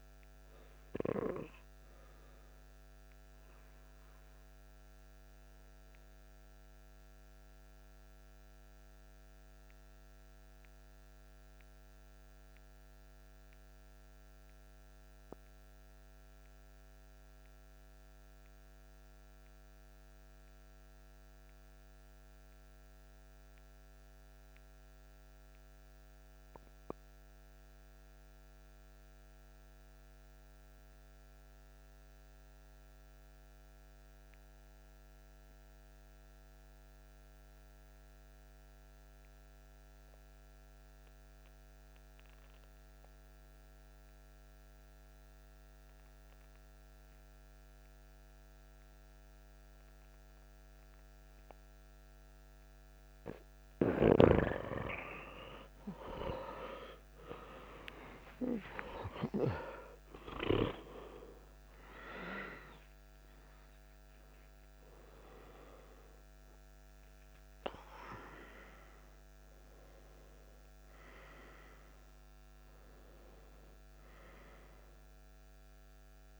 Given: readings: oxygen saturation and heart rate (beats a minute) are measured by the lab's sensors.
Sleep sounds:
breathing in sleep by a microphone on the trachea; 1
0.00-7.00 s: oxygen desaturation (device-marked, oxygen 90% lowest)
0.50-52.50 s: mixed apnea (oxygen 96% before, 88% lowest)
32.00-76.39 s: oxygen desaturation (device-marked, oxygen 97% before, 88% lowest)
54.00-59.00 s: arousal
From the record:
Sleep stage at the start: N2 (light sleep); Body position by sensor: on the back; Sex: male

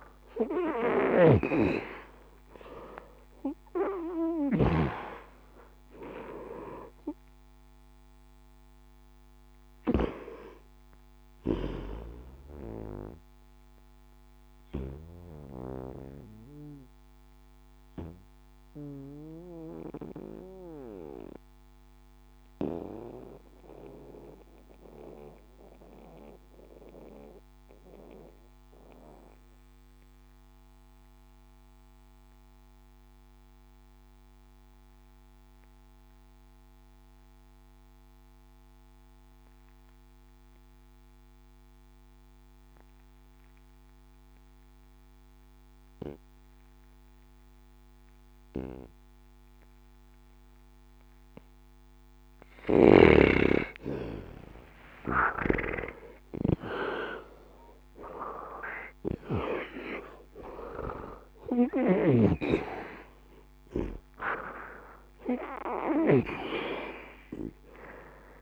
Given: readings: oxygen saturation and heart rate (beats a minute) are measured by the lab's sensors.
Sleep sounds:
breathing in sleep by a microphone on the trachea; 1
0.00-31.00 s: oxygen desaturation (device-marked, oxygen 80% lowest, heart rate 61 extreme)
0.50-4.50 s: snoring (device-marked)
14.50-52.50 s: mixed apnea (oxygen 95% before, 80% lowest, heart rate 102 before, 61 extreme, up 39 after)
51.00-68.42 s: oxygen desaturation (device-marked, oxygen 98% before, 80% lowest, heart rate 61 before, 50 extreme)
54.50-60.50 s: arousal
From the record:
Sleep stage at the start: N2 (light sleep); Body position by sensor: on the back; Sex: male

